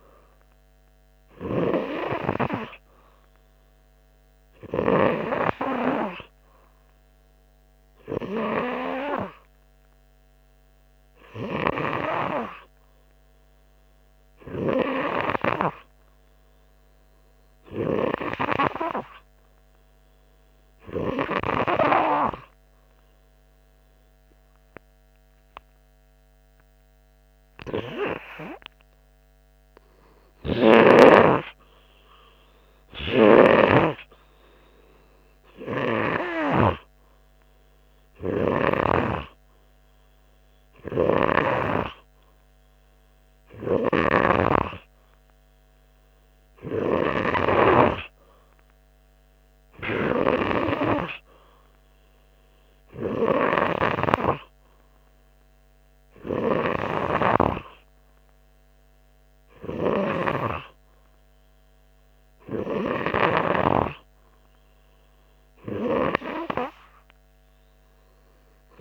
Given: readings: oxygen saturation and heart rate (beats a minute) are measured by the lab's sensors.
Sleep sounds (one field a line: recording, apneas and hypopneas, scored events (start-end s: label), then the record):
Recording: breathing in sleep by a microphone on the trachea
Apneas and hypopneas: 1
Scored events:
22.00-32.00 s: hypopnea (oxygen 95% before, 93% lowest, heart rate 92 before, 89 extreme, up 5 after)
34.00-38.00 s: arousal
From the record:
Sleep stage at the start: N2 (light sleep)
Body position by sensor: on the front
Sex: male